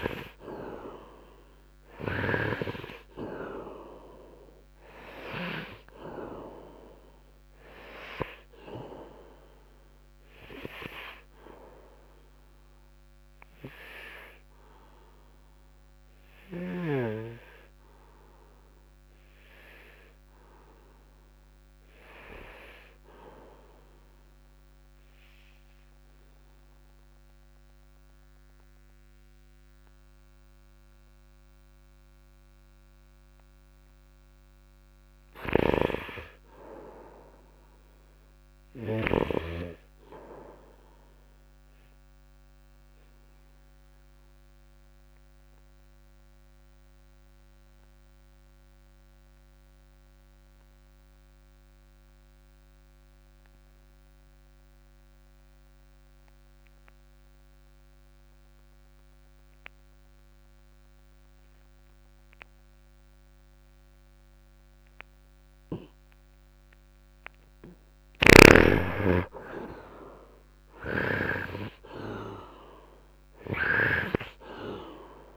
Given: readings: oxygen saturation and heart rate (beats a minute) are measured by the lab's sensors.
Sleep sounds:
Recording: breathing in sleep by a microphone on the trachea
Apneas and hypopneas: 2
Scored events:
0.00-1.00 s: arousal
0.00-30.50 s: oxygen desaturation (device-marked, oxygen 69% lowest, heart rate 55 extreme)
24.00-35.50 s: obstructive apnea (oxygen 88% before, 69% lowest, heart rate 71 before, 63 extreme)
35.50-39.50 s: snoring (device-marked)
36.50-39.00 s: arousal
41.00-66.00 s: obstructive apnea (oxygen 99% before, 73% lowest, heart rate 72 before, 52 extreme, up 5 after)
47.50-58.50 s: oxygen desaturation (device-marked, oxygen 97% before, 88% lowest, heart rate 70 before, 52 extreme)
64.50-75.37 s: oxygen desaturation (device-marked, oxygen 96% before, 73% lowest, heart rate 65 before, 49 extreme)
68.00-71.50 s: arousal
68.00-71.50 s: snoring (device-marked)
73.50-75.37 s: snoring (device-marked)
From the record:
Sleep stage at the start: N2 (light sleep)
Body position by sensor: upright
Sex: male

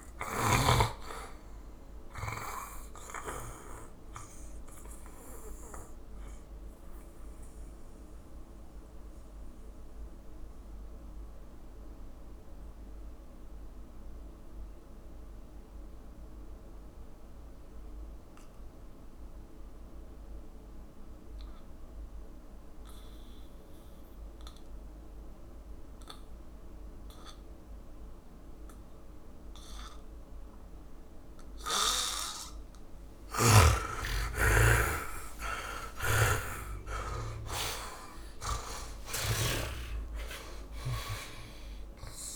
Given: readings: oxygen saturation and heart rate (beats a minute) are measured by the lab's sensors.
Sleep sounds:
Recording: breathing in sleep by a room microphone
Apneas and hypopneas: 1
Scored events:
0.00-25.50 s: oxygen desaturation (device-marked, oxygen 82% lowest, heart rate 52 extreme)
3.00-32.50 s: mixed apnea (oxygen 100% before, 77% lowest, heart rate 69 before, 52 extreme, up 29 after)
33.00-39.50 s: snoring (device-marked)
33.50-42.36 s: oxygen desaturation (device-marked, oxygen 99% before, 87% lowest, heart rate 59 before, 59 extreme)
35.00-40.00 s: arousal
From the record:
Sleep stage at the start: N2 (light sleep)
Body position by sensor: on the back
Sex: male

